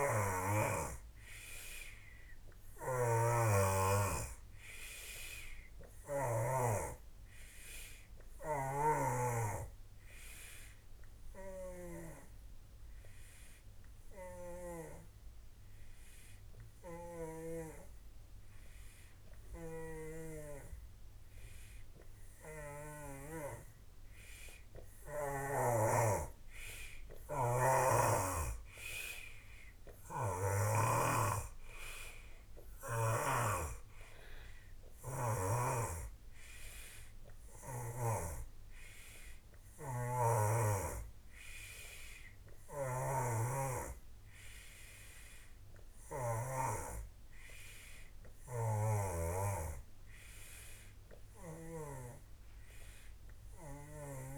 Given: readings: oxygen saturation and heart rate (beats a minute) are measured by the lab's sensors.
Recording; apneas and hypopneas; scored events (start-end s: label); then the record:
breathing in sleep by a room microphone; 1
0.00-6.50 s: snoring (device-marked)
8.50-12.00 s: snoring (device-marked)
13.50-23.50 s: hypopnea (oxygen 91% before, 88% lowest, heart rate 44 before, 43 extreme, up 17 after)
14.00-17.50 s: snoring (device-marked)
19.50-23.00 s: snoring (device-marked)
27.00-30.00 s: arousal
27.50-31.00 s: snoring (device-marked)
35.50-52.00 s: snoring (device-marked)
39.50-54.38 s: oxygen desaturation (device-marked, oxygen 92% before, 88% lowest, heart rate 56 before, 43 extreme)
From the record:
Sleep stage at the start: N3 (deep sleep); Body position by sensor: on the back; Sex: male